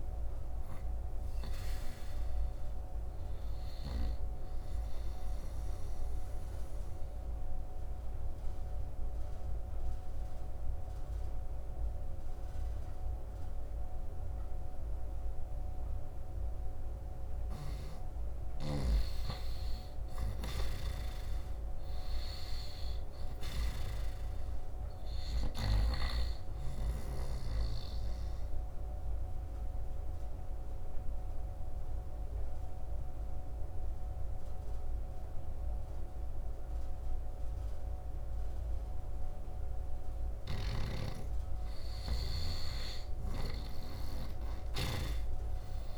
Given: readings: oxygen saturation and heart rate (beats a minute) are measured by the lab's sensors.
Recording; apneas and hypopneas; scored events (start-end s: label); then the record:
breathing in sleep by a room microphone; 2
3.00-21.00 s: oxygen desaturation (device-marked, oxygen 97% before, 88% lowest, heart rate 81 before, 66 extreme)
4.50-18.00 s: obstructive apnea (oxygen 97% before, 86% lowest, heart rate 80 before, 66 extreme, up 14 after)
19.50-23.00 s: arousal
23.00-40.00 s: oxygen desaturation (device-marked, oxygen 97% before, 86% lowest, heart rate 73 before, 65 extreme)
27.00-40.00 s: obstructive apnea (oxygen 97% before, 86% lowest, heart rate 74 before, 65 extreme, up 6 after)
40.00-43.50 s: snoring (device-marked)
41.50-44.50 s: arousal
42.00-45.98 s: oxygen desaturation (device-marked, oxygen 97% before, 88% lowest, heart rate 76 before, 65 extreme)
From the record:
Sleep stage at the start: N2 (light sleep); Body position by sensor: on the right side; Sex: male